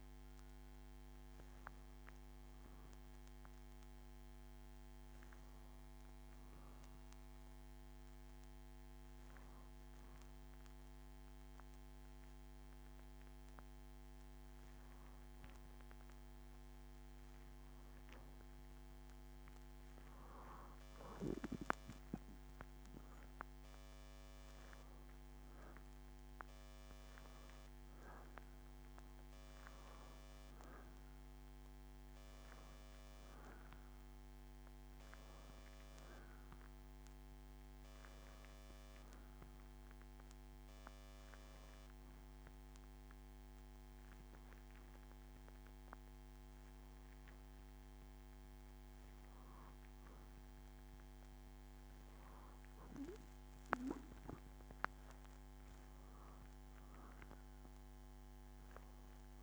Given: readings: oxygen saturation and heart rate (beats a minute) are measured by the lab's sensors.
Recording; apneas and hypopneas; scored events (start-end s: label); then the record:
breathing in sleep by a microphone on the trachea; 2
10.00-21.50 s: hypopnea (oxygen 94% before, 92% lowest, heart rate 73 before, 69 extreme, up 6 after)
24.50-28.00 s: arousal
30.50-47.50 s: oxygen desaturation (device-marked, oxygen 95% before, 92% lowest, heart rate 71 before, 71 extreme)
43.00-53.00 s: hypopnea (oxygen 95% before, 92% lowest, heart rate 75 before, 71 extreme, up 4 after)
54.50-58.50 s: arousal
From the record:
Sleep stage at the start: N2 (light sleep); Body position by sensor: on the back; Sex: female